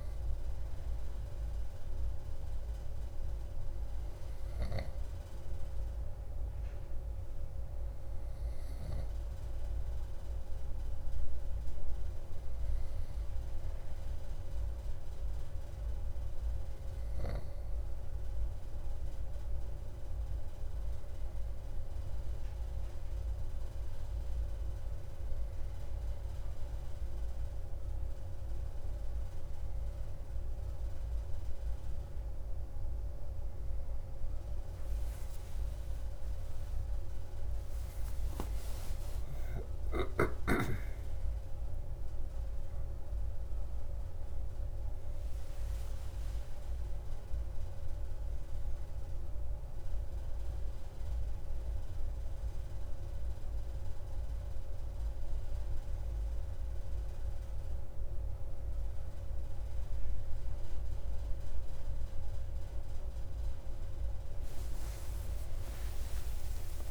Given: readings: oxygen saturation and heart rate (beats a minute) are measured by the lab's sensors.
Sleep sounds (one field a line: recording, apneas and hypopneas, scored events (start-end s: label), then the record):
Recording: breathing in sleep, hard to hear, by a room microphone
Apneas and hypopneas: none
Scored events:
35.00-41.00 s: arousal
56.00-66.91 s: new sleep stage, awake
From the record:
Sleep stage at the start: N2 (light sleep)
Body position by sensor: on the right side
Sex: male